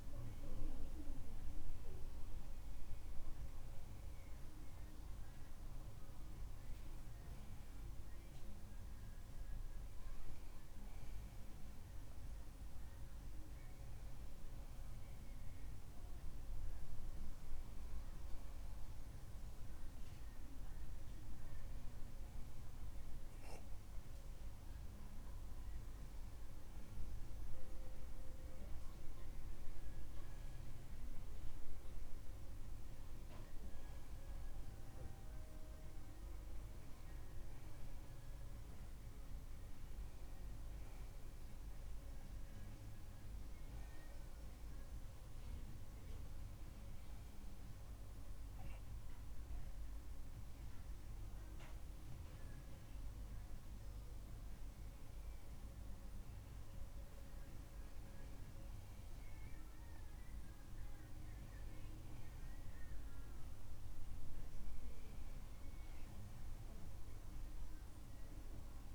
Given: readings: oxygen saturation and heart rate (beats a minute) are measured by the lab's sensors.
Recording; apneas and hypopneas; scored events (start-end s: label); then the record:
breathing in sleep, hard to hear, by a room microphone; none
none scored
From the record:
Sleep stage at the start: N2 (light sleep); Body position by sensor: on the back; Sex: male